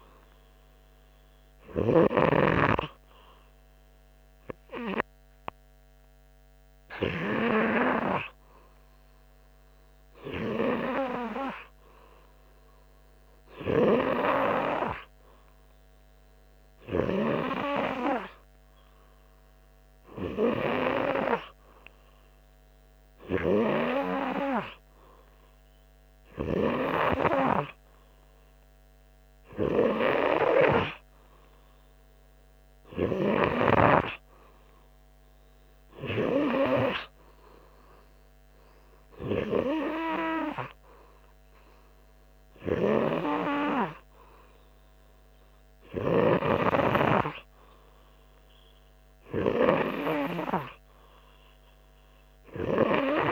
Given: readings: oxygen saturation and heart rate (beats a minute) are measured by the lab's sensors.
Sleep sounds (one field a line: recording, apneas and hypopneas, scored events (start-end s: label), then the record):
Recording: breathing in sleep by a microphone on the trachea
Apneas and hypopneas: none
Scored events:
none scored
From the record:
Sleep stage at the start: N2 (light sleep)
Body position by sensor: on the front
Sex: male